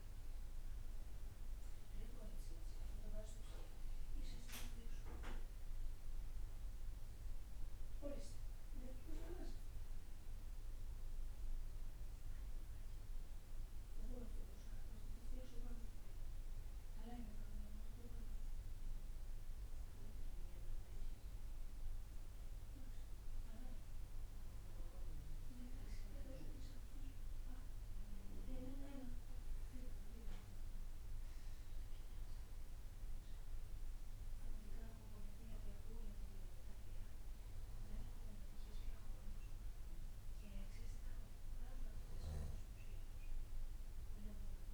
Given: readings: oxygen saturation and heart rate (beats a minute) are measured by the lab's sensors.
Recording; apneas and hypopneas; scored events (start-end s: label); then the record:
breathing in sleep by a room microphone; none
none scored
From the record:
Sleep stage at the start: N2 (light sleep); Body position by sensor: on the back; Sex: male